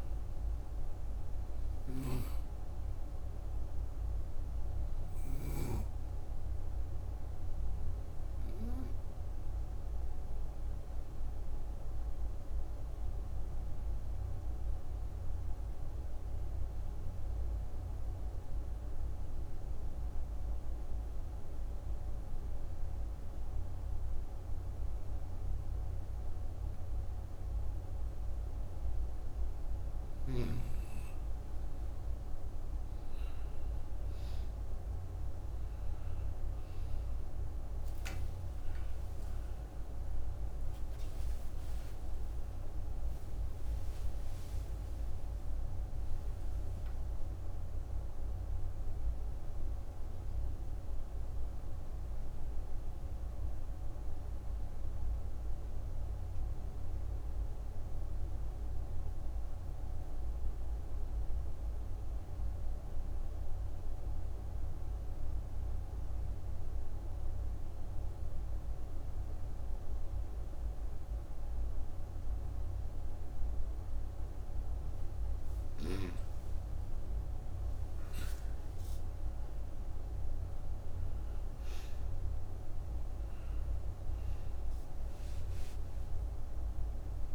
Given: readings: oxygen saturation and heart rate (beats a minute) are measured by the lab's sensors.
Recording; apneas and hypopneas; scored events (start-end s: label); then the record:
breathing in sleep, hard to hear, by a room microphone; 2
0.00-21.00 s: oxygen desaturation (device-marked, oxygen 89% lowest, heart rate 58 extreme)
1.50-5.50 s: snoring (device-marked)
3.50-29.00 s: obstructive apnea (oxygen 96% before, 89% lowest, heart rate 72 before, 58 extreme, up 21 after)
34.00-56.00 s: oxygen desaturation (device-marked, oxygen 98% before, 91% lowest, heart rate 62 before, 56 extreme)
38.50-43.50 s: arousal
51.00-73.50 s: obstructive apnea (oxygen 98% before, 91% lowest, heart rate 82 before, 56 extreme, up 11 after)
75.50-80.50 s: arousal
84.00-87.35 s: oxygen desaturation (device-marked, oxygen 99% before, 91% lowest, heart rate 62 before, 56 extreme)
From the record:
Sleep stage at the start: N2 (light sleep); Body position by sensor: on the right side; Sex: female